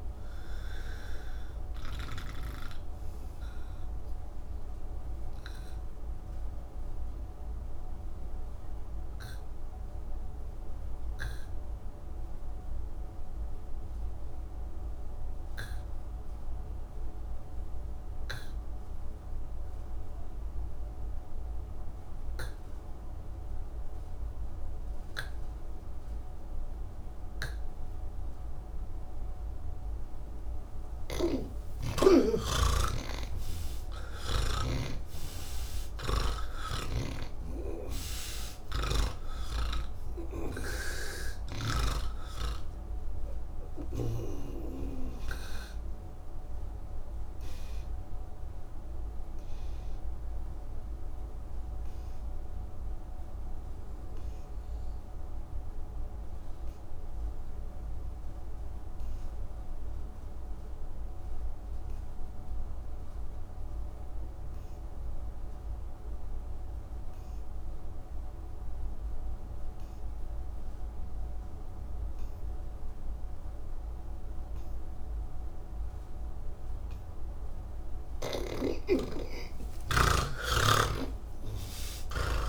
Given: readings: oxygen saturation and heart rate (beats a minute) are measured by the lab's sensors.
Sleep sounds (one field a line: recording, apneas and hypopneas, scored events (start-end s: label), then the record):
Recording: breathing in sleep by a room microphone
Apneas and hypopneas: 2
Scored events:
0.00-2.00 s: oxygen desaturation (device-marked, oxygen 81% lowest, heart rate 110 extreme)
5.00-27.50 s: obstructive apnea (oxygen 98% before, 81% lowest, heart rate 131 before, 114 extreme, up 57 after)
23.00-60.00 s: oxygen desaturation (device-marked, oxygen 98% before, 81% lowest, heart rate 149 before, 48 extreme)
31.00-34.50 s: snoring (device-marked)
33.00-82.49 s: new sleep stage, N3 (deep sleep)
36.50-42.00 s: snoring (device-marked)
47.00-75.50 s: obstructive apnea (oxygen 98% before, 77% lowest, heart rate 148 before, 48 extreme)
71.00-82.49 s: oxygen desaturation (device-marked, oxygen 98% before, 88% lowest, heart rate 108 before, 58 extreme)
80.50-82.49 s: snoring (device-marked)
From the record:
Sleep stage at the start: N2 (light sleep)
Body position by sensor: on the back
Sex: male